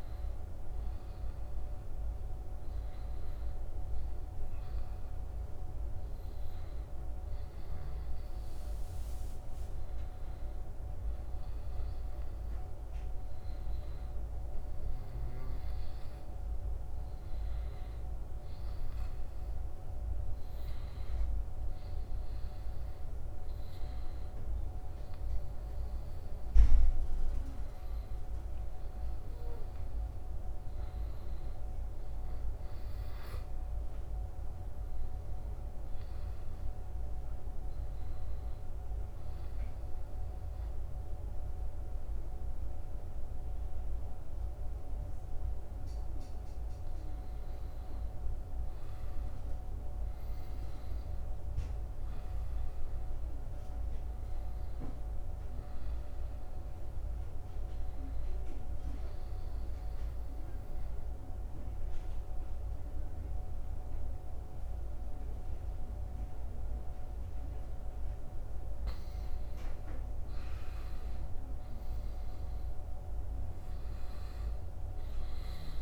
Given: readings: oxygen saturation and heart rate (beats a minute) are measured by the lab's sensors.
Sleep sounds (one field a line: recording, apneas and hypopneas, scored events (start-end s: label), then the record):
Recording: breathing in sleep, hard to hear, by a room microphone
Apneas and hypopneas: 2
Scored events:
31.50-35.00 s: arousal
38.00-48.00 s: obstructive apnea (oxygen 93% before, 88% lowest, heart rate 83 before, 82 extreme, up 3 after)
49.00-52.00 s: arousal
54.00-69.00 s: oxygen desaturation (device-marked, oxygen 94% before, 88% lowest, heart rate 85 before, 79 extreme)
58.00-68.50 s: obstructive apnea (oxygen 94% before, 86% lowest, heart rate 85 before, 79 extreme, up 2 after)
69.50-73.00 s: arousal
74.00-75.82 s: oxygen desaturation (device-marked, oxygen 96% before, 89% lowest, heart rate 83 before, 77 extreme)
From the record:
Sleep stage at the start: N2 (light sleep)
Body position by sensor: on the back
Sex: male